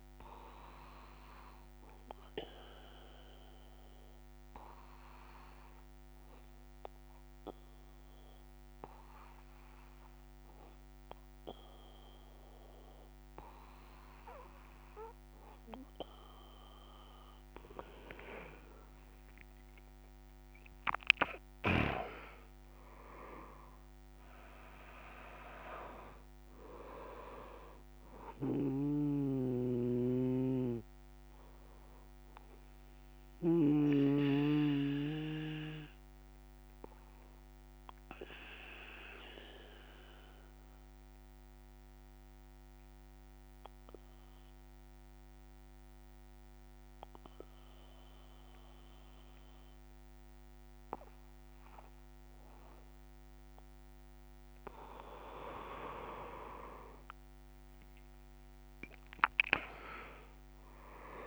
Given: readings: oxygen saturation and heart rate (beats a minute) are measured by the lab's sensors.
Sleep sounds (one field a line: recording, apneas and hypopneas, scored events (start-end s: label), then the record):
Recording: breathing in sleep by a microphone on the trachea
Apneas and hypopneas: 2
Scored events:
1.00-16.00 s: obstructive apnea (oxygen 97% before, 91% lowest)
24.00-46.00 s: oxygen desaturation (device-marked, oxygen 97% before, 91% lowest)
29.00-34.00 s: snoring (device-marked)
34.00-54.00 s: obstructive apnea (oxygen 97% before, 91% lowest)
From the record:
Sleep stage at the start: N2 (light sleep)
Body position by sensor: on the back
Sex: male